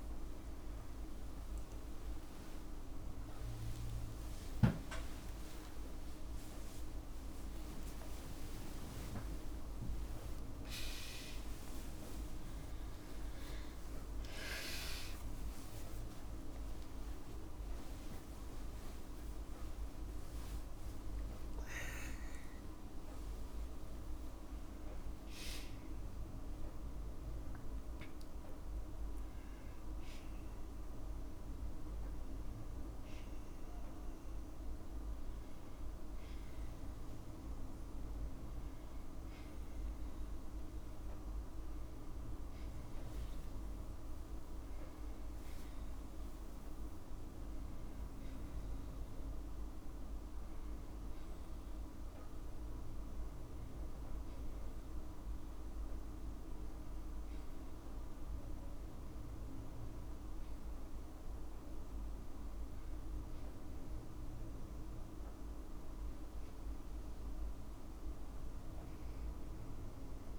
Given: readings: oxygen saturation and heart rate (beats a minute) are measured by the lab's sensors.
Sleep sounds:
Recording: a person partly awake in a sleep study, hard to hear, by a room microphone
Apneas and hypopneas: none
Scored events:
0.50-30.50 s: new sleep stage, awake
3.00-5.00 s: long interval between heartbeats (device-marked, heart rate 56 before, 66 extreme)
5.00-7.00 s: long interval between heartbeats (device-marked, heart rate 58 before, 87 extreme)
14.50-16.50 s: long interval between heartbeats (device-marked, heart rate 69 before, 88 extreme)
15.50-27.50 s: tachycardia (device-marked, heart rate 55 before, 120 extreme)
19.00-21.00 s: long interval between heartbeats (device-marked, heart rate 76 before, 109 extreme)
22.00-24.00 s: long interval between heartbeats (device-marked, heart rate 84 before, 115 extreme)
29.50-37.50 s: oxygen desaturation (device-marked, oxygen 95% before, 90% lowest, heart rate 98 before, 51 extreme)
30.50-60.50 s: new sleep stage, N1 (lightest sleep)
60.50-70.39 s: new sleep stage, N2 (light sleep)
From the record:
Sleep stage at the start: N2 (light sleep)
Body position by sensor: on the back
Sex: female

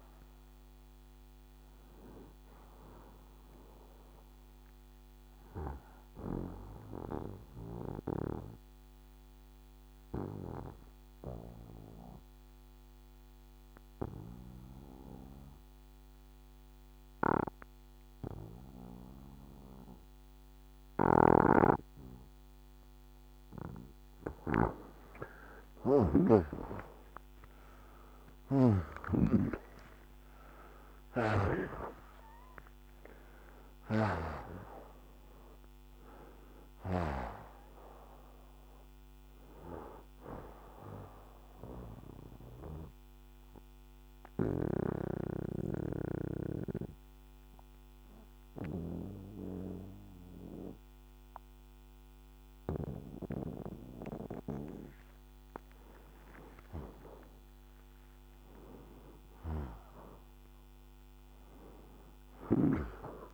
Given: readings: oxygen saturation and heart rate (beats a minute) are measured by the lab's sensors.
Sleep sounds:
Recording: breathing in sleep by a microphone on the trachea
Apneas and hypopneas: 2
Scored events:
2.50-15.50 s: oxygen desaturation (device-marked, oxygen 96% before, 93% lowest, heart rate 70 before, 56 extreme)
5.00-23.00 s: obstructive apnea (oxygen 97% before, 87% lowest, heart rate 71 before, 26 extreme, up 33 after)
27.50-31.00 s: arousal
27.50-50.50 s: oxygen desaturation (device-marked, oxygen 95% before, 87% lowest)
42.00-55.00 s: obstructive apnea (oxygen 95% before, 82% lowest)
57.00-61.00 s: arousal
From the record:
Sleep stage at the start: N2 (light sleep)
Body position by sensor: on the back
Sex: male

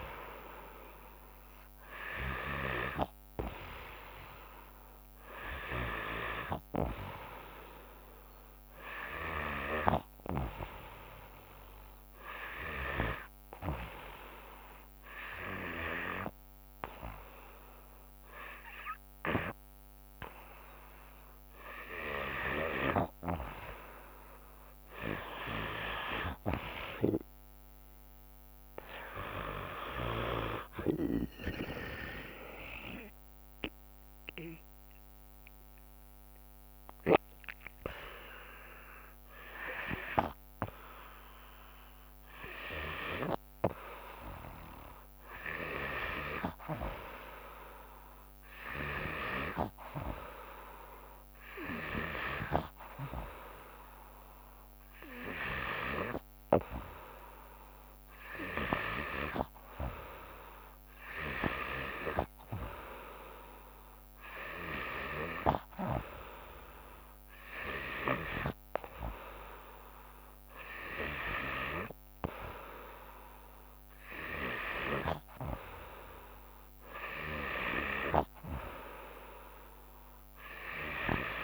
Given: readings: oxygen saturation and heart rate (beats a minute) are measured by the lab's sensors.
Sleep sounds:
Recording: breathing in sleep by a microphone on the trachea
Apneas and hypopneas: 1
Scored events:
2.50-10.00 s: snoring (device-marked)
11.50-22.00 s: hypopnea (oxygen 95% before, 91% lowest, heart rate 73 before, 73 extreme, up 1 after)
25.00-28.50 s: arousal
28.50-50.50 s: oxygen desaturation (device-marked, oxygen 95% before, 91% lowest, heart rate 73 before, 50 extreme)
29.50-43.50 s: drop in pulse transit time (device-marked, heart rate 73 before, 74 extreme)
61.00-68.50 s: snoring (device-marked)
From the record:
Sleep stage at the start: N2 (light sleep)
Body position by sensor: on the back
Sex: female

